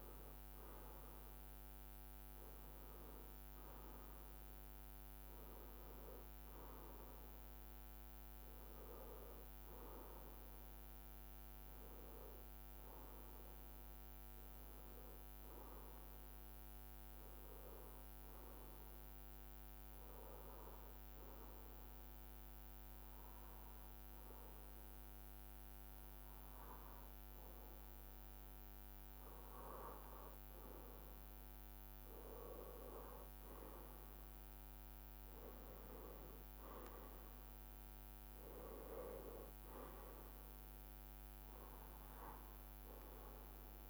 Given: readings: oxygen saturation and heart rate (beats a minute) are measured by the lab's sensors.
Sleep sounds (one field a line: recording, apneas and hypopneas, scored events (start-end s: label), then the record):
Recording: breathing in sleep by a microphone on the trachea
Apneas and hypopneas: 1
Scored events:
14.50-18.50 s: arousal
17.00-32.00 s: bradycardia (device-marked, heart rate 64 before, 58 extreme)
20.50-31.00 s: hypopnea (oxygen 94% before, 93% lowest, heart rate 61 before, 58 extreme, up 2 after)
31.00-43.89 s: new sleep stage, N2 (light sleep)
31.50-35.50 s: arousal
38.00-43.00 s: bradycardia (device-marked, heart rate 64 before, 59 extreme)
From the record:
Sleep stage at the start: N1 (lightest sleep)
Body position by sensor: on the left side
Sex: male